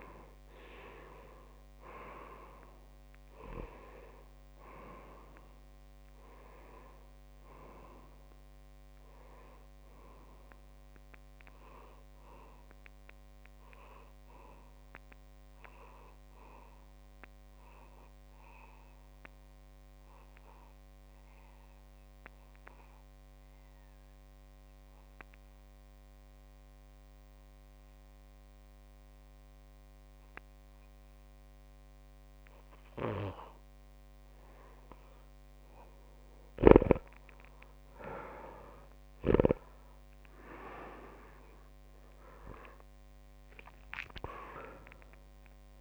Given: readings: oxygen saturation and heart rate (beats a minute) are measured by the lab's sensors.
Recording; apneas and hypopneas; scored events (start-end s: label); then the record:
breathing in sleep by a microphone on the trachea; 1
0.00-9.00 s: oxygen desaturation (device-marked, oxygen 94% lowest)
12.50-32.50 s: obstructive apnea (oxygen 99% before, 93% lowest)
38.50-43.00 s: arousal
From the record:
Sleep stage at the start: N2 (light sleep); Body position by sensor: on the back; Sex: male